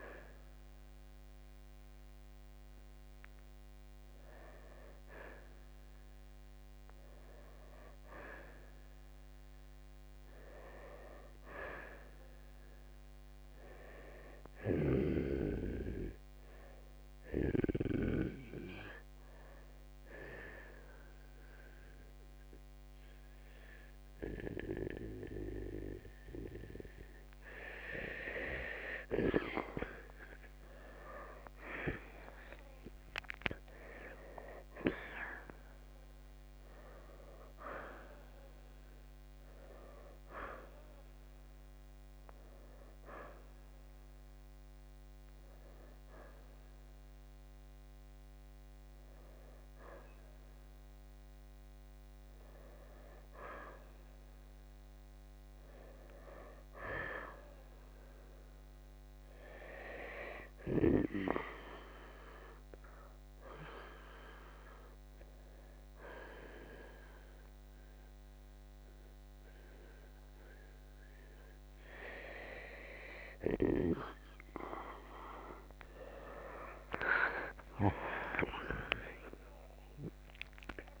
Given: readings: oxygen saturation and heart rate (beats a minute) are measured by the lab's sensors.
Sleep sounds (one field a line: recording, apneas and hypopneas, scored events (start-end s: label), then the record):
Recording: breathing in sleep by a microphone on the trachea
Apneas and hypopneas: 2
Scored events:
10.00-14.00 s: arousal
17.00-27.50 s: hypopnea (oxygen 91% before, 85% lowest, heart rate 66 before, 57 extreme, up 7 after)
20.50-36.50 s: oxygen desaturation (device-marked, oxygen 92% before, 88% lowest, heart rate 66 before, 53 extreme)
33.50-38.00 s: arousal
47.50-61.50 s: oxygen desaturation (device-marked, oxygen 91% before, 85% lowest, heart rate 66 before, 53 extreme)
63.50-74.00 s: hypopnea (oxygen 93% before, 87% lowest, heart rate 62 before, 61 extreme, up 3 after)
78.00-81.00 s: arousal
From the record:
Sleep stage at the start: N2 (light sleep)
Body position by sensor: on the right side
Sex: male